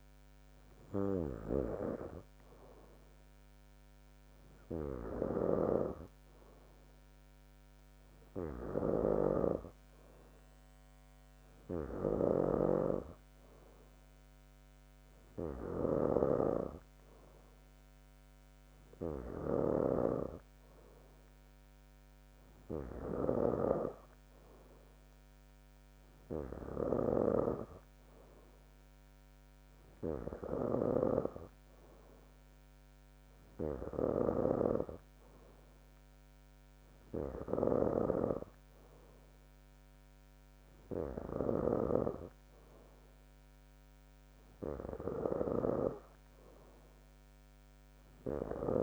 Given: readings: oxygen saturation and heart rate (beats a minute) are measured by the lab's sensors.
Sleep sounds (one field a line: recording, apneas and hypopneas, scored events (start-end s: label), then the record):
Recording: breathing in sleep by a microphone on the trachea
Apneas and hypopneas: none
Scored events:
5.50-48.83 s: snoring (device-marked)
From the record:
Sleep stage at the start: N2 (light sleep)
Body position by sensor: on the back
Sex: female